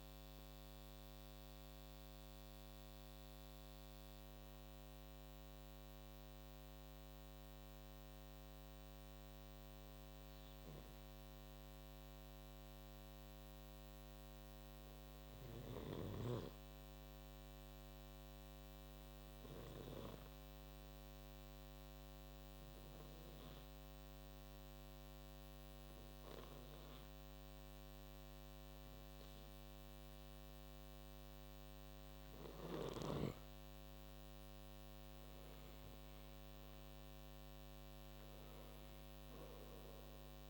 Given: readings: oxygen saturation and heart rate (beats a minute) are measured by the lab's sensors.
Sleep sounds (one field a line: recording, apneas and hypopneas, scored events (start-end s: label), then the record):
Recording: breathing in sleep, hard to hear, by a microphone on the trachea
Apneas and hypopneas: 1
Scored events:
21.00-32.50 s: obstructive apnea (oxygen 98% before, 91% lowest, heart rate 61 before, 53 extreme, up 5 after)
27.00-40.50 s: oxygen desaturation (device-marked, oxygen 98% before, 93% lowest, heart rate 56 before, 53 extreme)
34.00-37.50 s: arousal
From the record:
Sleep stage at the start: N2 (light sleep)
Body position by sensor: on the right side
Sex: male